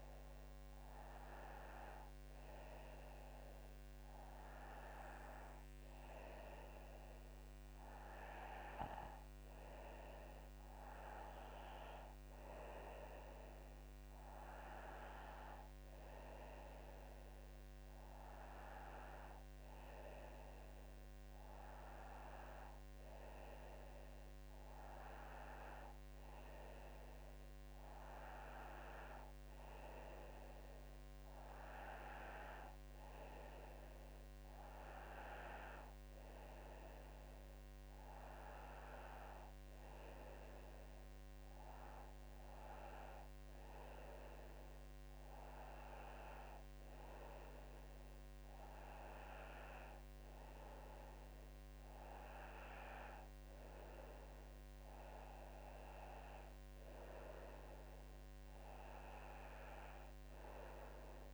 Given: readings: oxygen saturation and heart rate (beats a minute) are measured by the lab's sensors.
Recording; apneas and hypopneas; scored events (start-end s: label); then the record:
breathing in sleep by a microphone on the trachea; none
none scored
From the record:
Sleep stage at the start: N2 (light sleep); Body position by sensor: on the back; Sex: female